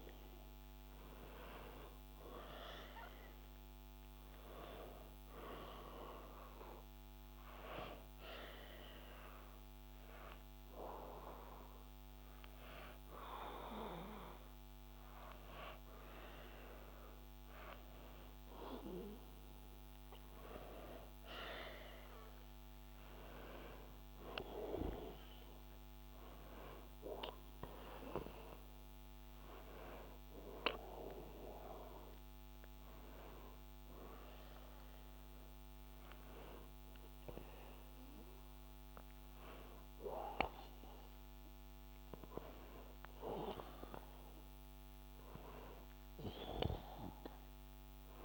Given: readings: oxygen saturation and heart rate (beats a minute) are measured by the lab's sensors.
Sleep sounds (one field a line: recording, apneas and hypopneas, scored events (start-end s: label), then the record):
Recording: breathing in sleep by a microphone on the trachea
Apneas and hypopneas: 1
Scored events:
8.50-19.50 s: hypopnea (oxygen 98% before, 93% lowest, heart rate 59 before, 61 extreme, up 2 after)
21.50-27.00 s: arousal
From the record:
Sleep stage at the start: N2 (light sleep)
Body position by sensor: on the back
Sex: male